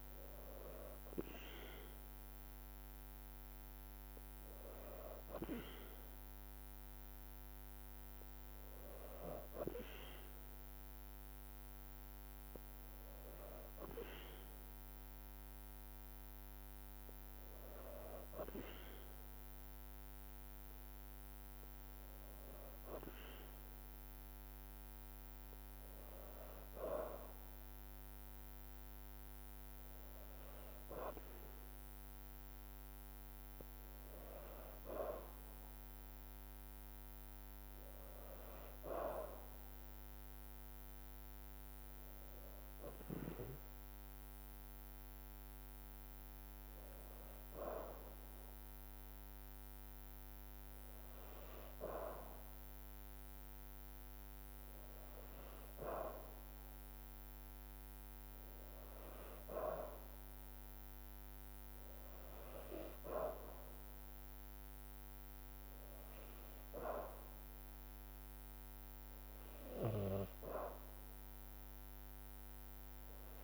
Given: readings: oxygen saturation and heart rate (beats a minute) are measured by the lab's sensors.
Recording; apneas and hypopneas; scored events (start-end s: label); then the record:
breathing in sleep by a microphone on the trachea; 1
43.00-54.50 s: hypopnea (oxygen 96% before, 93% lowest, heart rate 54 before, 55 extreme, up 1 after)
43.50-56.50 s: drop in pulse transit time (device-marked, heart rate 55 before, 55 extreme)
From the record:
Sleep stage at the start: N2 (light sleep); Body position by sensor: on the back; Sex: female